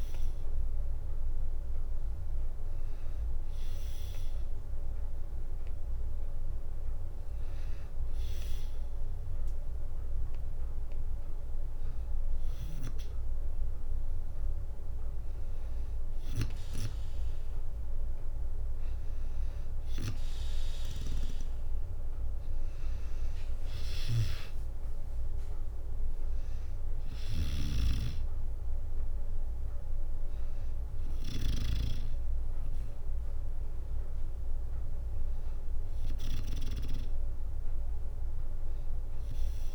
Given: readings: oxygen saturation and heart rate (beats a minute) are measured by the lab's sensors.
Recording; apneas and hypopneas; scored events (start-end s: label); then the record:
breathing in sleep by a room microphone; none
21.00-34.00 s: drop in pulse transit time (device-marked, heart rate 62 before, 60 extreme)
26.50-31.00 s: snoring (device-marked)
32.00-35.00 s: bradycardia (device-marked, heart rate 66 before, 60 extreme)
From the record:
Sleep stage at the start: N2 (light sleep); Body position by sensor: on the back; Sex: female